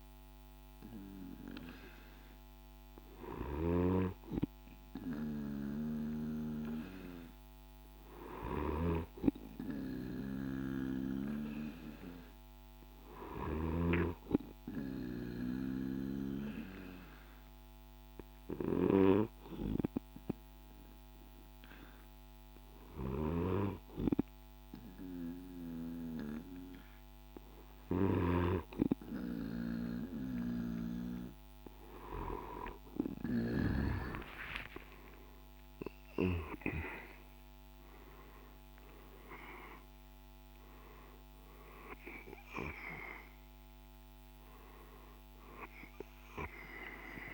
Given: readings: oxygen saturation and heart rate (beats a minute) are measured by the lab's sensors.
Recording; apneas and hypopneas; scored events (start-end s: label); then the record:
breathing in sleep by a microphone on the trachea; 1
0.00-13.00 s: oxygen desaturation (device-marked, oxygen 92% lowest, heart rate 54 extreme)
14.50-27.50 s: hypopnea (oxygen 97% before, 91% lowest, heart rate 55 before, 54 extreme, up 6 after)
33.50-38.50 s: arousal
38.00-47.34 s: drop in pulse transit time (device-marked, heart rate 56 before, 60 extreme)
From the record:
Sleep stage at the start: N2 (light sleep); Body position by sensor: on the right side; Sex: male